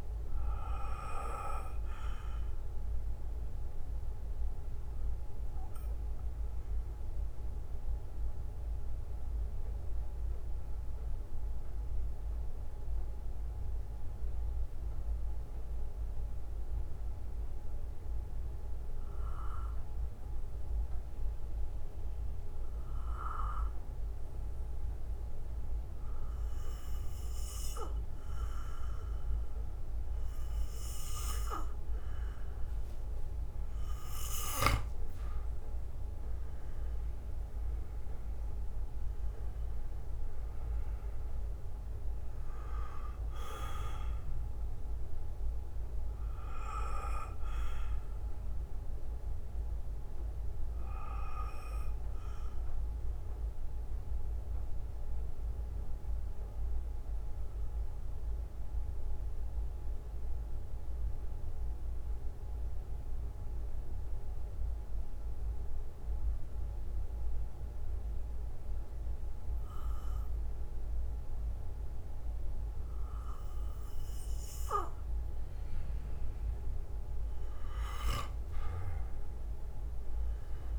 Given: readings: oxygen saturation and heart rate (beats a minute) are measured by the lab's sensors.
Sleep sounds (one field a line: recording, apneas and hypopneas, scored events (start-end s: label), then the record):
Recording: breathing in sleep by a room microphone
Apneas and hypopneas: 2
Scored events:
0.50-32.50 s: bradycardia (device-marked, heart rate 60 before, 49 extreme)
12.00-32.50 s: mixed apnea (oxygen 98% before, 90% lowest, heart rate 60 before, 49 extreme, up 19 after)
35.50-42.50 s: oxygen desaturation (device-marked, oxygen 97% before, 94% lowest, heart rate 55 before, 50 extreme)
38.00-42.00 s: arousal
46.50-48.50 s: bradycardia (device-marked, heart rate 59 before, 59 extreme)
49.50-53.50 s: bradycardia (device-marked, heart rate 59 before, 53 extreme)
49.50-70.50 s: oxygen desaturation (device-marked, oxygen 95% before, 90% lowest, heart rate 63 before, 50 extreme)
58.50-75.50 s: bradycardia (device-marked, heart rate 59 before, 50 extreme)
60.00-76.50 s: mixed apnea (oxygen 97% before, 90% lowest, heart rate 61 before, 50 extreme, up 14 after)
From the record:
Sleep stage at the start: N2 (light sleep)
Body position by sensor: on the back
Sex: male